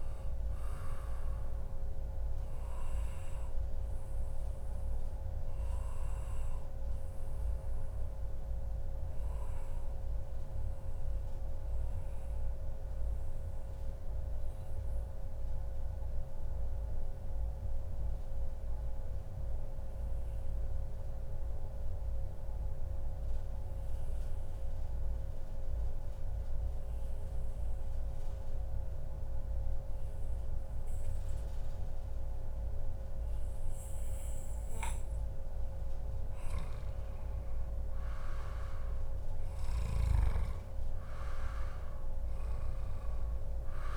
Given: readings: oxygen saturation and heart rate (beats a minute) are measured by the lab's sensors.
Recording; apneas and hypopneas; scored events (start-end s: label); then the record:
breathing in sleep, hard to hear, by a room microphone; 1
0.00-10.50 s: oxygen desaturation (device-marked, oxygen 93% lowest, heart rate 106 extreme)
1.50-34.00 s: obstructive apnea (oxygen 97% before, 94% lowest, heart rate 141 before, 106 extreme, up 27 after)
36.50-40.00 s: arousal
39.50-43.97 s: oxygen desaturation (device-marked, oxygen 98% before, 94% lowest, heart rate 123 before, 105 extreme)
From the record:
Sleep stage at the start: N2 (light sleep); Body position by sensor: on the back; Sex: male